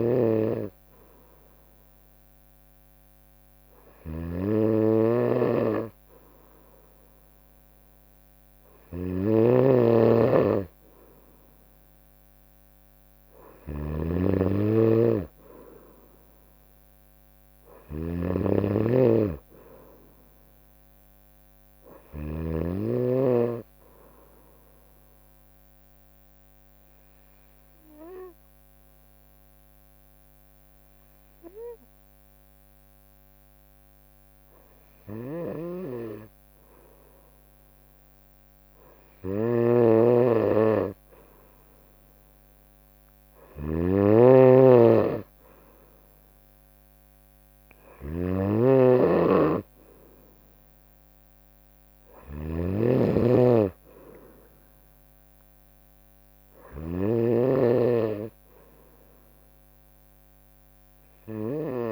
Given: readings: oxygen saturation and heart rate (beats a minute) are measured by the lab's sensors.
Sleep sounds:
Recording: breathing in sleep by a microphone on the trachea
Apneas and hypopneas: 1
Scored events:
0.00-22.00 s: snoring (device-marked)
26.50-37.50 s: hypopnea (oxygen 94% before, 91% lowest, heart rate 62 before, 61 extreme, up 1 after)
35.00-61.92 s: snoring (device-marked)
40.00-43.50 s: arousal
49.50-61.92 s: oxygen desaturation (device-marked, oxygen 94% before, 91% lowest, heart rate 62 before, 61 extreme)
From the record:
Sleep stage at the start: N2 (light sleep)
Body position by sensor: on the right side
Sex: female

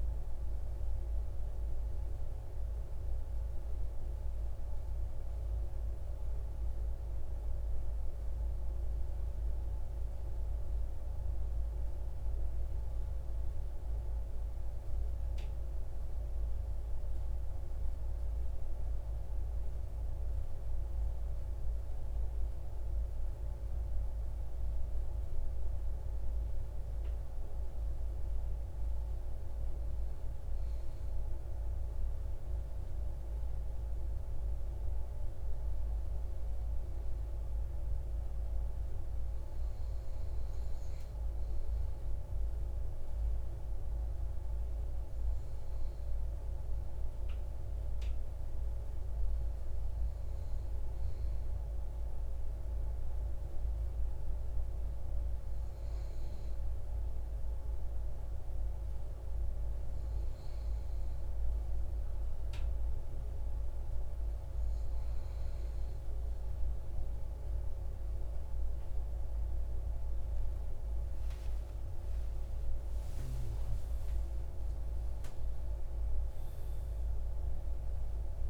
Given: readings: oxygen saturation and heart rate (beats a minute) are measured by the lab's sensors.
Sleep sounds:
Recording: breathing in sleep, hard to hear, by a room microphone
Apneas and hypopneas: 1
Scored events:
11.50-78.50 s: new sleep stage, N2 (light sleep)
47.50-51.50 s: arousal
55.00-70.00 s: obstructive apnea (oxygen 96% before, 94% lowest, heart rate 165 before, 69 extreme, up 28 after)
71.50-78.00 s: arousal
From the record:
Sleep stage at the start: N1 (lightest sleep)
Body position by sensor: on the right side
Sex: male

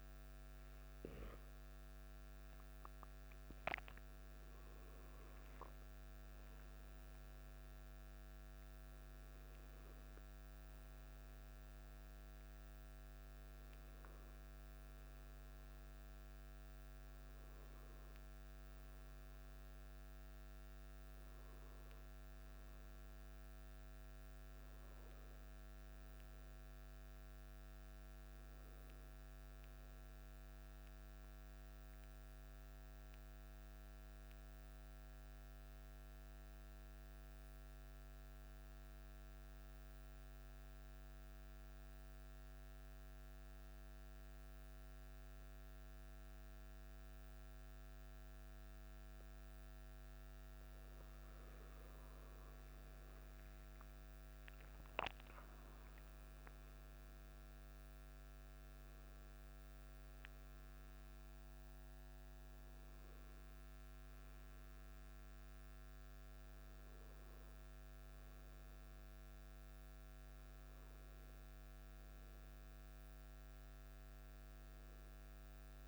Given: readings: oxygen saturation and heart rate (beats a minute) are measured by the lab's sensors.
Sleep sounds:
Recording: breathing in sleep, hard to hear, by a microphone on the trachea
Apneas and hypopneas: 1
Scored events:
0.00-31.00 s: oxygen desaturation (device-marked, oxygen 93% lowest, heart rate 50 extreme)
36.50-51.00 s: central apnea (oxygen 98% before, 95% lowest, heart rate 53 before, 50 extreme, up 8 after)
54.50-59.00 s: arousal
From the record:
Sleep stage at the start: N2 (light sleep)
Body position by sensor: on the back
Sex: male

